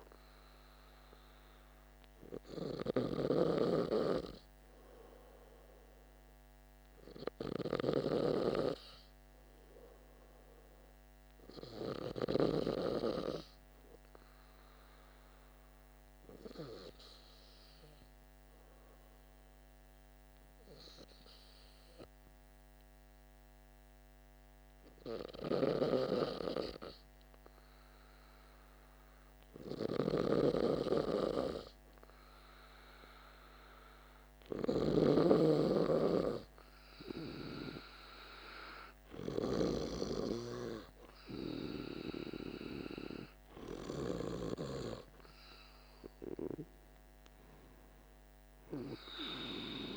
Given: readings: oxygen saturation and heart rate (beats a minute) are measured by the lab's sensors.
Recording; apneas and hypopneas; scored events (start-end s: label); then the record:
breathing in sleep by a microphone on the trachea; none
0.00-12.00 s: snoring (device-marked)
25.00-44.00 s: snoring (device-marked)
48.50-49.97 s: arousal
From the record:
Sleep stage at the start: N2 (light sleep); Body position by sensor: on the back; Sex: male